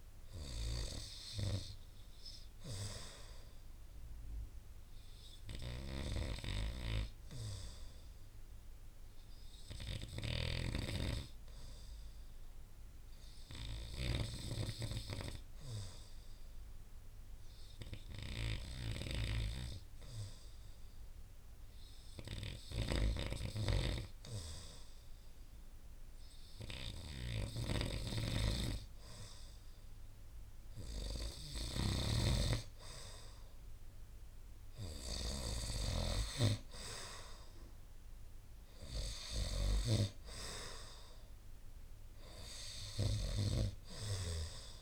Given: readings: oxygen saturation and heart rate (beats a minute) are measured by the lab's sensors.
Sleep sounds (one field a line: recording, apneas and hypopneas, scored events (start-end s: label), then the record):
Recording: breathing in sleep by a room microphone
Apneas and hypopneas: 1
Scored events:
0.00-1.00 s: snoring (device-marked)
3.00-24.50 s: obstructive apnea (oxygen 95% before, 92% lowest)
10.00-14.50 s: snoring (device-marked)
22.50-36.00 s: snoring (device-marked)
28.50-32.50 s: arousal
From the record:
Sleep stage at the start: N2 (light sleep)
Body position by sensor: on the right side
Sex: male